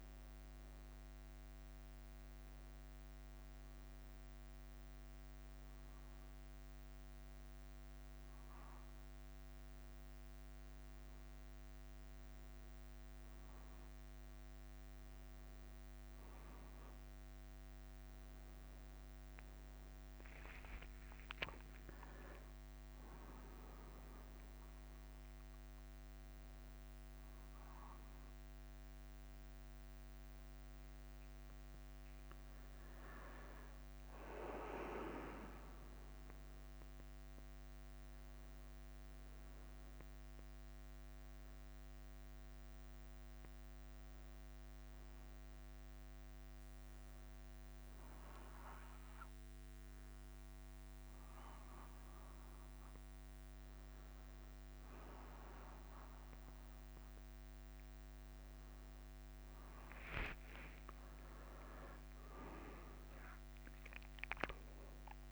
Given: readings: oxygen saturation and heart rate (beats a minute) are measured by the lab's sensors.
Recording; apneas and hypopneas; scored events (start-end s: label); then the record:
a person awake in a sleep study, by a microphone on the trachea; none
15.00-17.00 s: bradycardia (device-marked, heart rate 40 before, 58 extreme)
23.00-25.00 s: long interval between heartbeats (device-marked, heart rate 45 before, 67 extreme)
31.00-37.00 s: bradycardia (device-marked, heart rate 52 before, 54 extreme)
42.00-44.00 s: long interval between heartbeats (device-marked, heart rate 64 before, 65 extreme)
44.00-61.00 s: bradycardia (device-marked, heart rate 55 before, 54 extreme)
From the record:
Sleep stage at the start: awake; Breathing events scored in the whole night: 259 in 4.3 hours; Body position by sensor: on the back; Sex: male